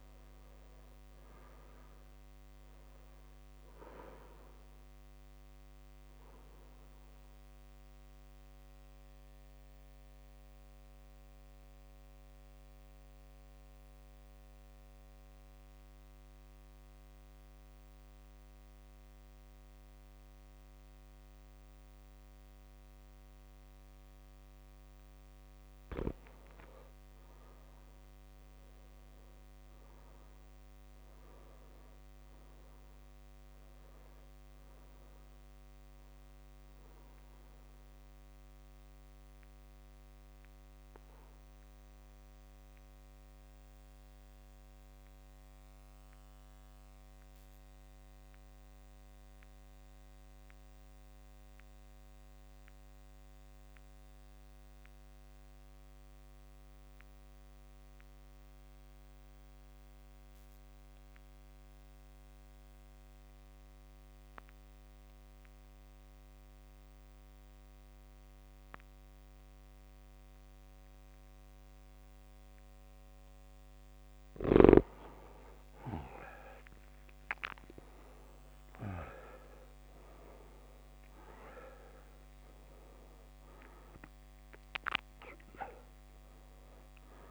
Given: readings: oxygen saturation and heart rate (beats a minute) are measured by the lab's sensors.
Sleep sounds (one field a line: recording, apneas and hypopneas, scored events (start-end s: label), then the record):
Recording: breathing in sleep by a microphone on the trachea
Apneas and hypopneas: 2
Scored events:
0.00-24.50 s: oxygen desaturation (device-marked, oxygen 94% lowest)
3.50-5.50 s: long interval between heartbeats (device-marked)
4.50-25.50 s: mixed apnea (oxygen 100% before, 92% lowest)
13.00-15.00 s: long interval between heartbeats (device-marked)
28.00-31.50 s: arousal
38.00-73.00 s: mixed apnea (oxygen 99% before, 85% lowest)
41.50-57.50 s: oxygen desaturation (device-marked, oxygen 99% before, 95% lowest)
57.00-59.00 s: long interval between heartbeats (device-marked)
71.50-87.31 s: oxygen desaturation (device-marked, oxygen 99% before, 85% lowest)
75.50-87.31 s: new sleep stage, N2 (light sleep)
76.50-81.00 s: arousal
From the record:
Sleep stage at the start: REM sleep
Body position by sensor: on the back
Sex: male